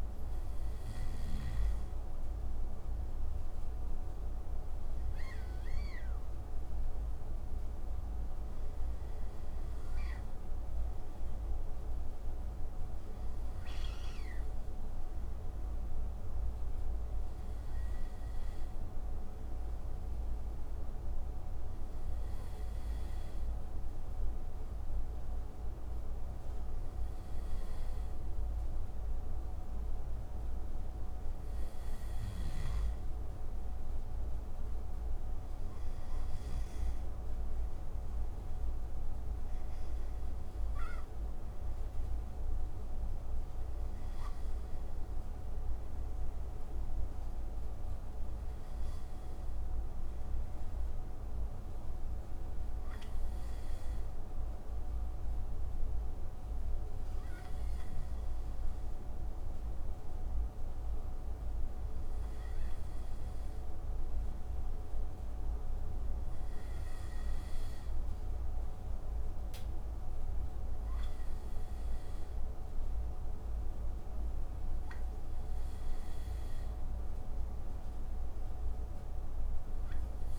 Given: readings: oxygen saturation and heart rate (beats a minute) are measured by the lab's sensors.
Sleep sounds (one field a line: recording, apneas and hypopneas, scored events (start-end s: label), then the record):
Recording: breathing in sleep, hard to hear, by a room microphone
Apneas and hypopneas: none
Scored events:
none scored
From the record:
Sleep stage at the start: N2 (light sleep)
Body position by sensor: on the right side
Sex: male